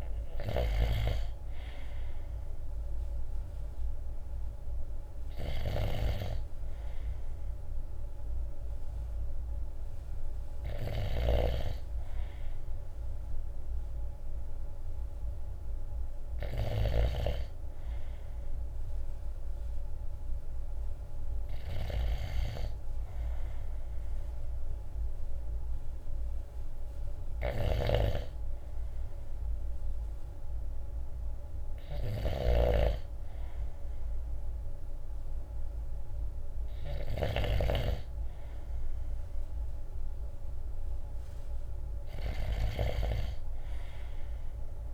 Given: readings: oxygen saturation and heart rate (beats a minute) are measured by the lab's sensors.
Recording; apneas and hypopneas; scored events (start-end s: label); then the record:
breathing in sleep by a room microphone; none
0.00-44.94 s: snoring (device-marked)
From the record:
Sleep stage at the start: N2 (light sleep); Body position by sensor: on the right side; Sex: male